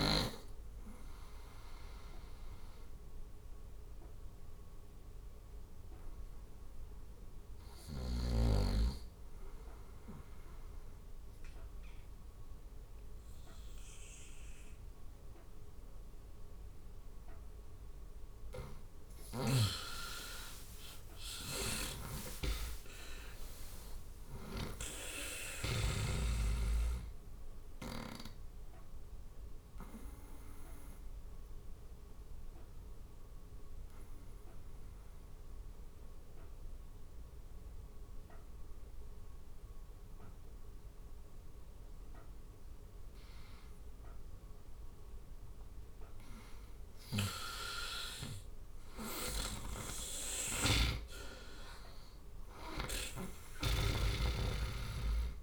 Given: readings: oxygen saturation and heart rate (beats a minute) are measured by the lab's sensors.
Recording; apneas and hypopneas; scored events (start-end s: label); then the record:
breathing in sleep by a room microphone; 2
0.00-27.00 s: oxygen desaturation (device-marked, oxygen 87% lowest, heart rate 68 extreme)
1.50-18.00 s: obstructive apnea (oxygen 98% before, 87% lowest, heart rate 74 before, 70 extreme, up 10 after)
19.50-23.50 s: arousal
21.00-24.50 s: snoring (device-marked)
27.00-45.00 s: obstructive apnea (oxygen 95% before, 88% lowest, heart rate 77 before, 68 extreme, up 9 after)
36.50-38.50 s: long interval between heartbeats (device-marked, heart rate 76 before, 73 extreme)
47.50-51.00 s: arousal
48.50-52.50 s: snoring (device-marked)
From the record:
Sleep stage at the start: N2 (light sleep); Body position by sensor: on the right side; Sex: male